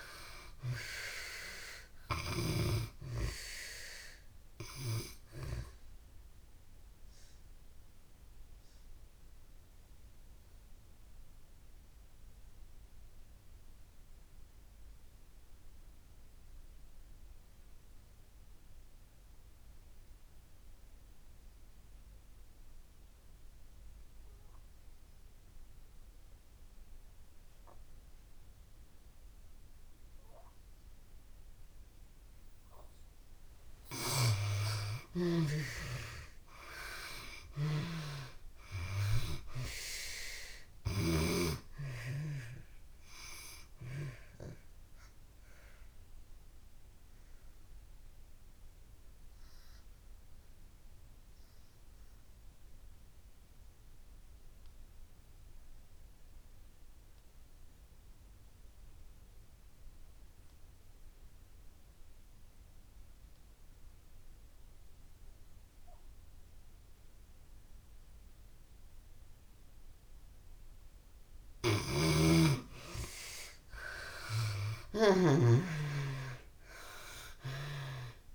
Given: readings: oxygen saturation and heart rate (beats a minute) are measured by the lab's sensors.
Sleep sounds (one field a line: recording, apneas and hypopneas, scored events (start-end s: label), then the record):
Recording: breathing in sleep by a room microphone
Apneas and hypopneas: 2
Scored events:
0.00-24.50 s: oxygen desaturation (device-marked, oxygen 69% lowest)
6.50-33.00 s: obstructive apnea (oxygen 96% before, 66% lowest)
26.50-64.50 s: oxygen desaturation (device-marked, oxygen 95% before, 66% lowest)
34.50-37.50 s: arousal
44.50-70.00 s: obstructive apnea (oxygen 95% before, 66% lowest)
71.50-75.50 s: snoring (device-marked)
72.00-75.50 s: arousal
From the record:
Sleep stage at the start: N2 (light sleep)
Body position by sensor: on the back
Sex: female